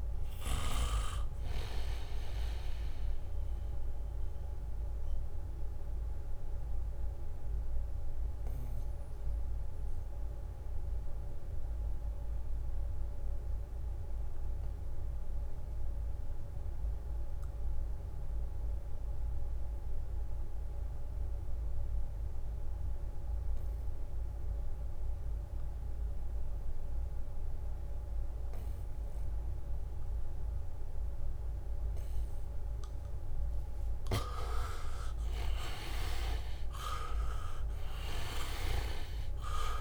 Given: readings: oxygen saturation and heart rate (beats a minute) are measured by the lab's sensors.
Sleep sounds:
breathing in sleep by a room microphone; 1
0.00-17.00 s: oxygen desaturation (device-marked, oxygen 78% lowest, heart rate 70 extreme)
4.50-32.50 s: obstructive apnea (oxygen 96% before, 76% lowest, heart rate 75 before, 70 extreme, up 0 after)
23.00-39.81 s: oxygen desaturation (device-marked, oxygen 99% before, 76% lowest, heart rate 79 before, 61 extreme)
25.00-27.50 s: leg movement (device-marked)
30.00-32.00 s: leg movement (device-marked)
34.50-39.50 s: arousal
36.50-38.50 s: leg movement (device-marked)
From the record:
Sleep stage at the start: N2 (light sleep); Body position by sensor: on the back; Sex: male

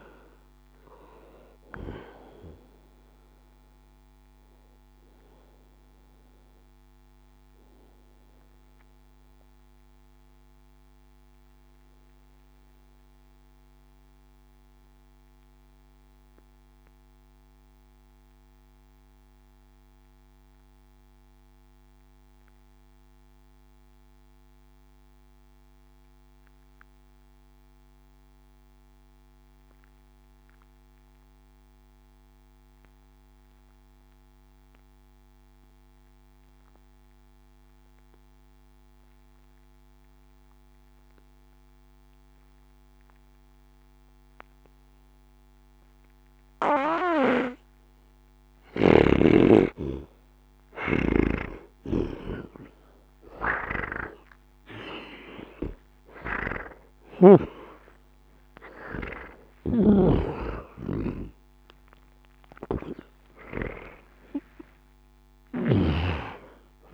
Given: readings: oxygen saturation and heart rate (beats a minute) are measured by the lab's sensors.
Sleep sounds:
a person partly awake in a sleep study, by a microphone on the trachea; 1
0.00-1.00 s: arousal
0.00-18.00 s: oxygen desaturation (device-marked, oxygen 80% lowest, heart rate 55 extreme)
4.00-47.00 s: mixed apnea (oxygen 94% before, 75% lowest, heart rate 80 before, 60 extreme)
41.00-66.94 s: oxygen desaturation (device-marked, oxygen 98% before, 75% lowest, heart rate 61 before, 60 extreme)
48.00-66.94 s: new sleep stage, awake
From the record:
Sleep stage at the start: N2 (light sleep); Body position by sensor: on the back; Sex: male

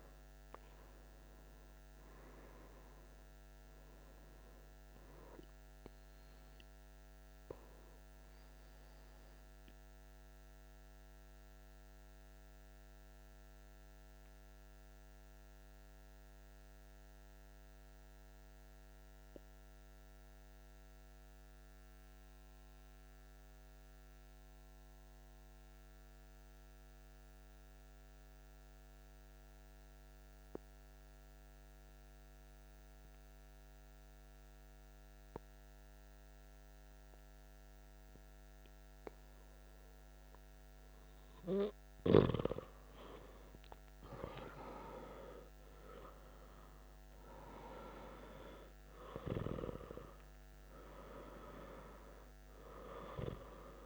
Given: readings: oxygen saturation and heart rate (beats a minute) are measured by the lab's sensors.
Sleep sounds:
breathing in sleep by a microphone on the trachea; 1
3.00-7.00 s: arousal
9.50-41.00 s: mixed apnea (oxygen 99% before, 93% lowest)
13.50-53.86 s: new sleep stage, N2 (light sleep)
42.50-53.86 s: oxygen desaturation (device-marked, oxygen 98% before, 94% lowest)
45.00-49.50 s: arousal
From the record:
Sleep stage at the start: N1 (lightest sleep); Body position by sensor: on the back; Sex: male

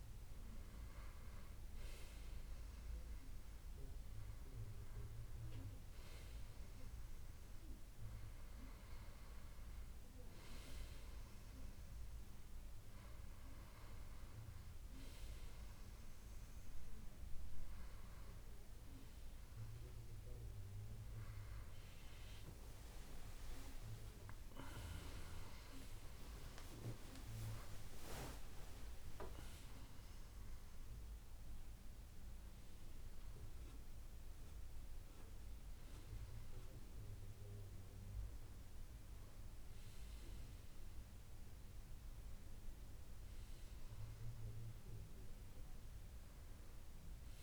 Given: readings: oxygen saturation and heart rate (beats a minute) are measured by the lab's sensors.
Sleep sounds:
breathing in sleep by a room microphone; none
0.00-8.50 s: oxygen desaturation (device-marked, oxygen 90% lowest, heart rate 74 extreme)
24.50-29.00 s: arousal
From the record:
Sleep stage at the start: N2 (light sleep); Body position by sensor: on the back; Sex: male

